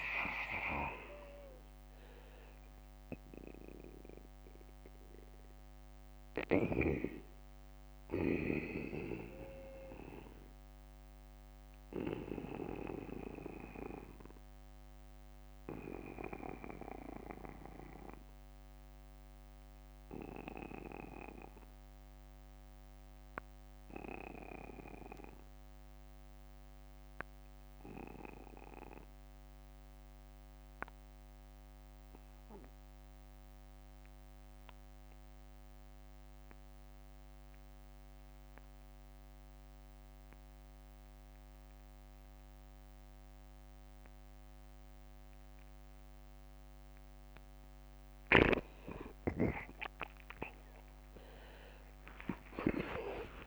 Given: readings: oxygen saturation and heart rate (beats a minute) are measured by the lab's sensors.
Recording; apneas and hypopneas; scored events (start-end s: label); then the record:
breathing in sleep by a microphone on the trachea; 1
1.00-47.00 s: obstructive apnea (oxygen 96% before, 82% lowest, heart rate 72 before, 42 extreme)
6.50-33.50 s: oxygen desaturation (device-marked, oxygen 94% before, 85% lowest, heart rate 75 before, 42 extreme)
15.50-17.50 s: long interval between heartbeats (device-marked, heart rate 61 before, 49 extreme)
20.00-22.00 s: long interval between heartbeats (device-marked, heart rate 56 before, 54 extreme)
28.50-30.50 s: long interval between heartbeats (device-marked, heart rate 49 before, 43 extreme)
37.00-39.00 s: long interval between heartbeats (device-marked, heart rate 48 before, 50 extreme)
46.00-48.00 s: long interval between heartbeats (device-marked, heart rate 46 before, 57 extreme)
47.50-53.46 s: oxygen desaturation (device-marked, oxygen 96% before, 92% lowest, heart rate 48 before, 57 extreme)
50.50-53.46 s: tachycardia (device-marked, heart rate 58 before, 108 extreme)
51.50-53.46 s: arousal
51.50-53.46 s: long interval between heartbeats (device-marked, heart rate 50 before, 81 extreme)
From the record:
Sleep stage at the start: N2 (light sleep); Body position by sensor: on the back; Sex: male